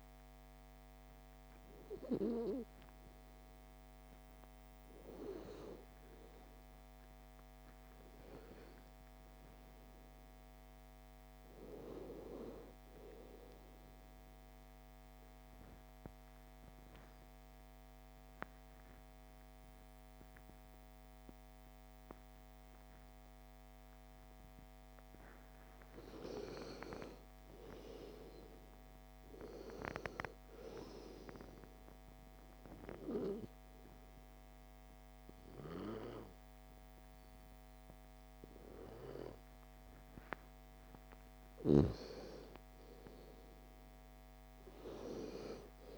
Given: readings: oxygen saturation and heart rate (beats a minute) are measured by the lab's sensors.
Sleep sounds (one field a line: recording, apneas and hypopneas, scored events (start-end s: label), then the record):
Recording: breathing in sleep by a microphone on the trachea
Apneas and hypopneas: 1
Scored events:
0.00-9.00 s: oxygen desaturation (device-marked, oxygen 86% lowest, heart rate 33 extreme)
8.00-11.00 s: arousal
13.50-25.50 s: obstructive apnea (oxygen 98% before, 91% lowest, heart rate 56 before, 40 extreme, up 40 after)
26.50-30.00 s: arousal
35.00-45.98 s: oxygen desaturation (device-marked, oxygen 97% before, 91% lowest, heart rate 62 before, 58 extreme)
From the record:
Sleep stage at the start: N2 (light sleep)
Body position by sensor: on the back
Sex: female